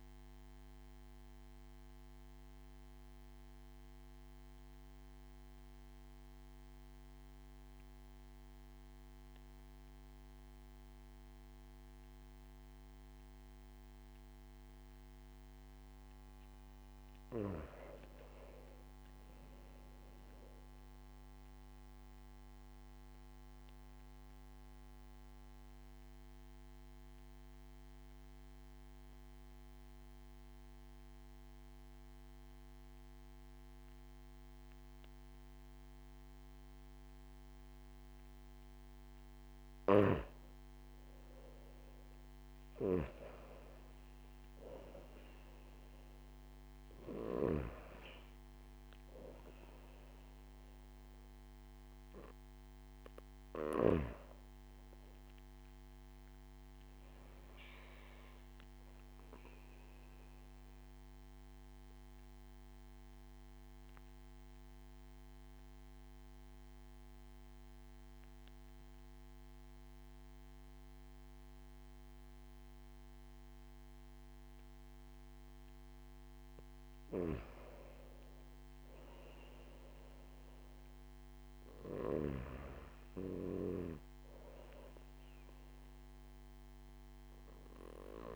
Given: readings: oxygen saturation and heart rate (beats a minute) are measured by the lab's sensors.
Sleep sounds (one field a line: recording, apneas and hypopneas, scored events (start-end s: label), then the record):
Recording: breathing in sleep by a microphone on the trachea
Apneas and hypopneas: 3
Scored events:
0.50-15.50 s: obstructive apnea (oxygen 97% before, 92% lowest)
17.00-19.50 s: arousal
20.50-37.50 s: oxygen desaturation (device-marked, oxygen 97% before, 93% lowest)
23.50-38.00 s: obstructive apnea (oxygen 97% before, 92% lowest)
41.50-45.00 s: arousal
45.50-64.50 s: oxygen desaturation (device-marked, oxygen 96% before, 92% lowest)
61.00-76.50 s: obstructive apnea (oxygen 96% before, 94% lowest)
78.50-83.00 s: arousal
From the record:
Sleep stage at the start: N2 (light sleep)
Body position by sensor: on the back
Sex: male